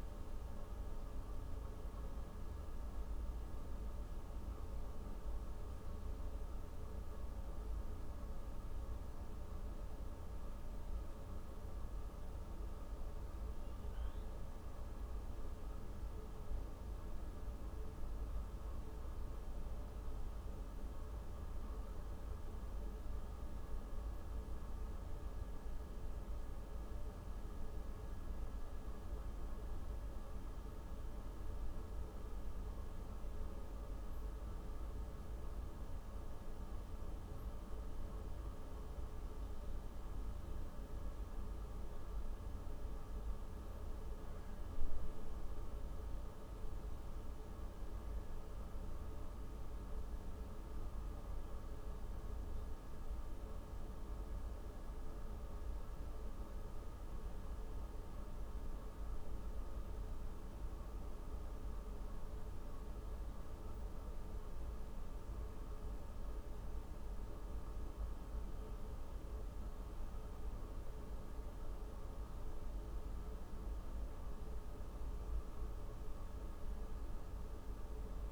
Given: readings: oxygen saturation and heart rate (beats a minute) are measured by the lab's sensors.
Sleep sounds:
breathing in sleep, hard to hear, by a room microphone; none
none scored
From the record:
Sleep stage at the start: N1 (lightest sleep); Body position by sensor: on the back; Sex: female

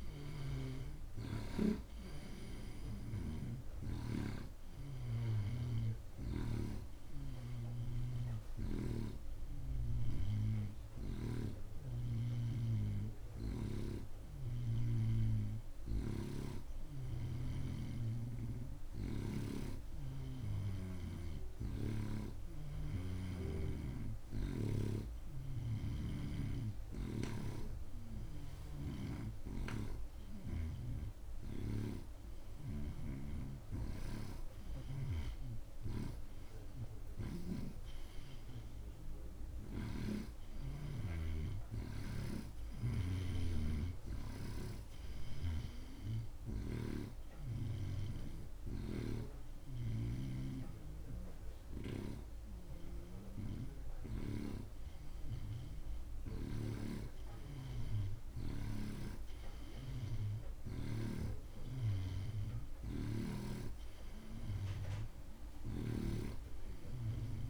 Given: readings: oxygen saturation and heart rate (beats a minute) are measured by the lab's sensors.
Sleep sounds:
breathing in sleep by a room microphone; 1
0.00-20.00 s: oxygen desaturation (device-marked, oxygen 86% lowest)
9.00-15.50 s: snoring (device-marked)
17.50-21.50 s: snoring (device-marked)
26.00-29.50 s: snoring (device-marked)
28.00-32.00 s: arousal
34.00-38.00 s: snoring (device-marked)
42.50-52.50 s: snoring (device-marked)
47.50-58.00 s: hypopnea (oxygen 89% before, 86% lowest)
54.50-59.00 s: snoring (device-marked)
59.50-63.00 s: arousal
66.00-67.50 s: snoring (device-marked)
From the record:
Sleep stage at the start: N2 (light sleep); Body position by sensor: on the right side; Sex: male

